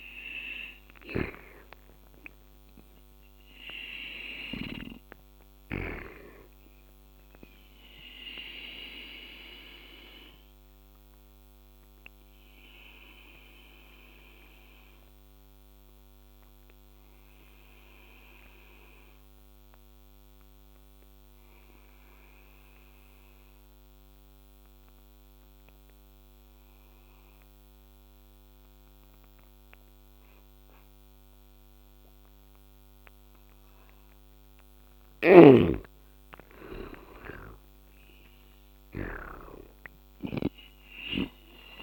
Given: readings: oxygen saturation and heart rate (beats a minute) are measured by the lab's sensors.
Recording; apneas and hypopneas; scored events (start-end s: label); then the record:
breathing in sleep by a microphone on the trachea; 1
3.00-23.00 s: oxygen desaturation (device-marked, oxygen 95% before, 85% lowest, heart rate 72 before, 69 extreme)
9.00-33.00 s: obstructive apnea (oxygen 95% before, 84% lowest, heart rate 75 before, 69 extreme, up 10 after)
33.00-41.83 s: oxygen desaturation (device-marked, oxygen 99% before, 84% lowest, heart rate 72 before, 64 extreme)
34.50-37.00 s: arousal
34.50-39.00 s: snoring (device-marked)
From the record:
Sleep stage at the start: N2 (light sleep); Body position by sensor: on the back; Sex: male